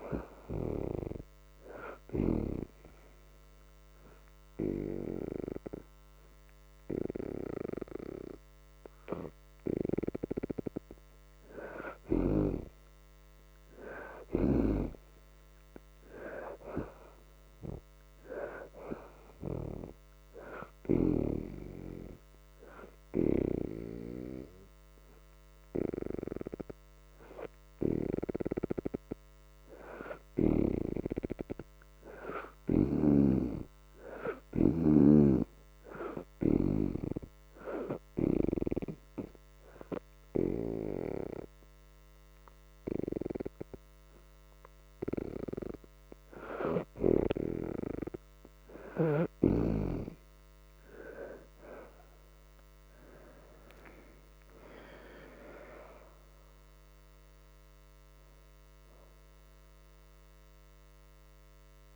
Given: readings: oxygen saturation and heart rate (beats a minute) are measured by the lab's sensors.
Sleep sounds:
breathing in sleep by a microphone on the trachea; 3
0.50-17.50 s: oxygen desaturation (device-marked, oxygen 81% before, 67% lowest, heart rate 78 before, 76 extreme)
1.50-11.50 s: obstructive apnea (oxygen 83% before, 63% lowest, heart rate 78 before, 76 extreme, up 1 after)
13.00-16.50 s: arousal
19.50-34.50 s: oxygen desaturation (device-marked, oxygen 79% before, 66% lowest, heart rate 80 before, 76 extreme)
20.50-31.00 s: hypopnea (oxygen 81% before, 61% lowest, heart rate 80 before, 76 extreme, up 1 after)
31.50-35.00 s: arousal
38.00-48.50 s: obstructive apnea (oxygen 79% before, 61% lowest, heart rate 79 before, 72 extreme, up 3 after)
39.50-54.50 s: oxygen desaturation (device-marked, oxygen 79% before, 68% lowest, heart rate 79 before, 72 extreme)
52.50-57.50 s: arousal
60.50-61.96 s: oxygen desaturation (device-marked, oxygen 73% before, 61% lowest, heart rate 81 before, 72 extreme)
From the record:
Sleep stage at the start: N2 (light sleep); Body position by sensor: on the left side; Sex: female

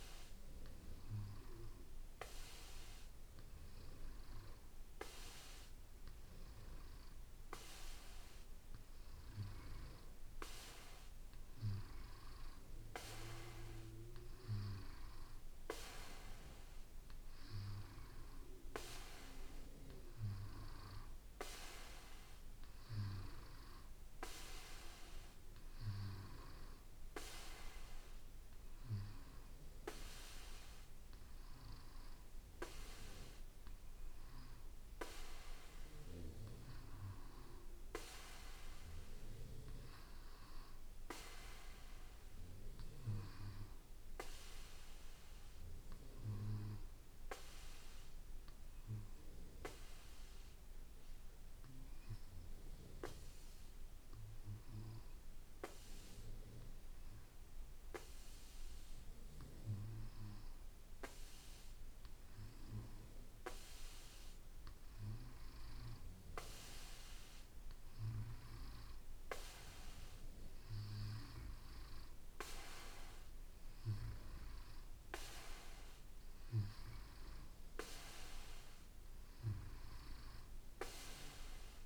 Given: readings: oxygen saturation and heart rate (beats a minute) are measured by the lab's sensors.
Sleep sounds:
breathing in sleep by a room microphone; 1
49.00-64.00 s: obstructive apnea (oxygen 95% before, 91% lowest, heart rate 56 before, 55 extreme, up 3 after)
64.50-81.86 s: oxygen desaturation (device-marked, oxygen 95% before, 91% lowest, heart rate 55 before, 55 extreme)
67.50-71.50 s: arousal
From the record:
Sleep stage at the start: N2 (light sleep); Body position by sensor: on the back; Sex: male

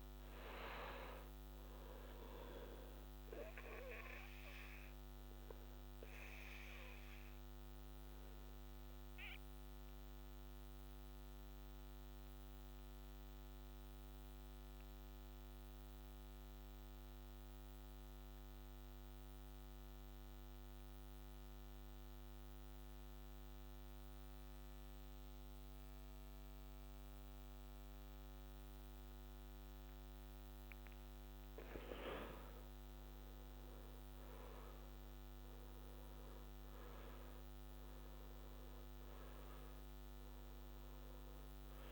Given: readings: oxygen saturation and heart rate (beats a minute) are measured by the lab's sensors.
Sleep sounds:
breathing in sleep by a microphone on the trachea; 1
0.00-21.00 s: oxygen desaturation (device-marked, oxygen 88% lowest, heart rate 63 extreme)
4.50-29.50 s: obstructive apnea (oxygen 98% before, 82% lowest, heart rate 66 before, 62 extreme, up 10 after)
30.00-41.92 s: oxygen desaturation (device-marked, oxygen 97% before, 82% lowest, heart rate 64 before, 61 extreme)
31.50-36.00 s: arousal
From the record:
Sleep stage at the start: N2 (light sleep); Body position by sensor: on the back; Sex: male

